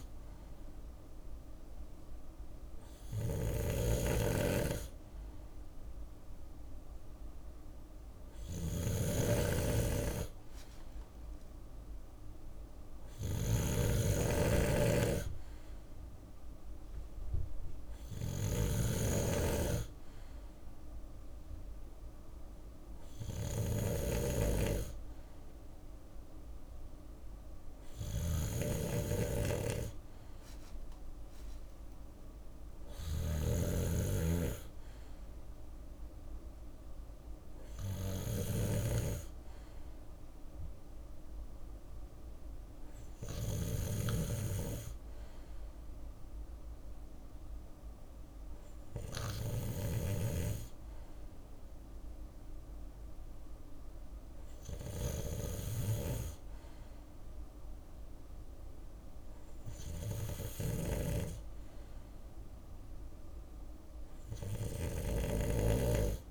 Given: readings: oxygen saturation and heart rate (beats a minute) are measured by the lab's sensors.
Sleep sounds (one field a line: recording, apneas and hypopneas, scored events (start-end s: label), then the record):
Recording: breathing in sleep by a room microphone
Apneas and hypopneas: none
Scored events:
0.00-66.31 s: snoring (device-marked)
15.00-18.00 s: bradycardia (device-marked, heart rate 61 before, 60 extreme)
33.00-45.00 s: drop in pulse transit time (device-marked, heart rate 62 before, 56 extreme)
35.00-44.00 s: bradycardia (device-marked, heart rate 61 before, 56 extreme)
From the record:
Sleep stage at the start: N3 (deep sleep)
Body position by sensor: on the left side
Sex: male